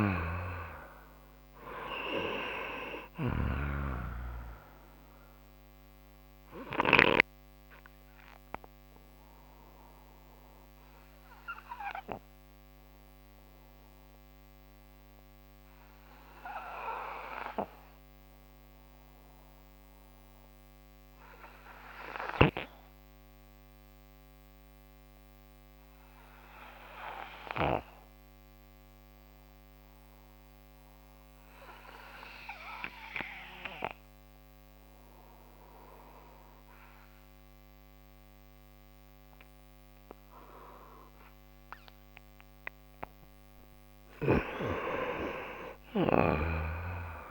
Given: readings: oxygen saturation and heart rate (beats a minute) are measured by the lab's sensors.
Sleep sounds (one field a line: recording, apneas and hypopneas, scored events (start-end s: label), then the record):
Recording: breathing in sleep by a microphone on the trachea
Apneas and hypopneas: 1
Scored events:
0.00-27.00 s: oxygen desaturation (device-marked, oxygen 87% lowest)
6.00-43.00 s: obstructive apnea (oxygen 97% before, 87% lowest)
44.00-47.31 s: arousal
46.00-47.31 s: snoring (device-marked)
From the record:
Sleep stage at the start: N2 (light sleep)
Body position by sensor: on the right side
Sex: male